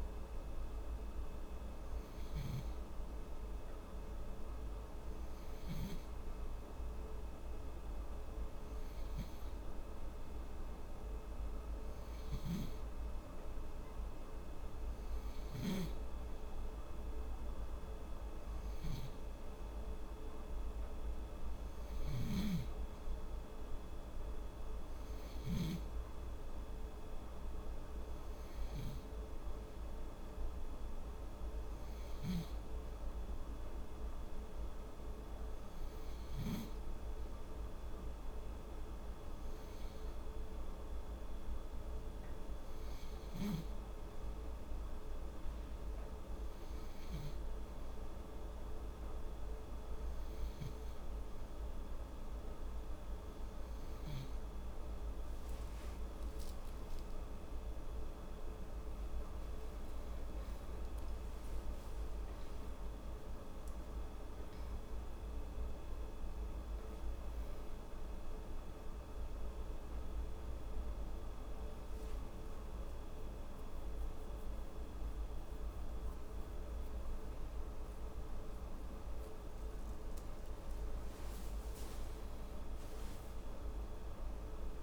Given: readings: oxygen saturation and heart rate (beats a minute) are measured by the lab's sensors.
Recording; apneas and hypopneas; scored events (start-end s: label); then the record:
breathing in sleep, hard to hear, by a room microphone; none
46.00-84.83 s: new sleep stage, N2 (light sleep)
56.00-62.00 s: arousal
80.50-84.00 s: arousal
From the record:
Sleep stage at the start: N3 (deep sleep); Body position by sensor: on the back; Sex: female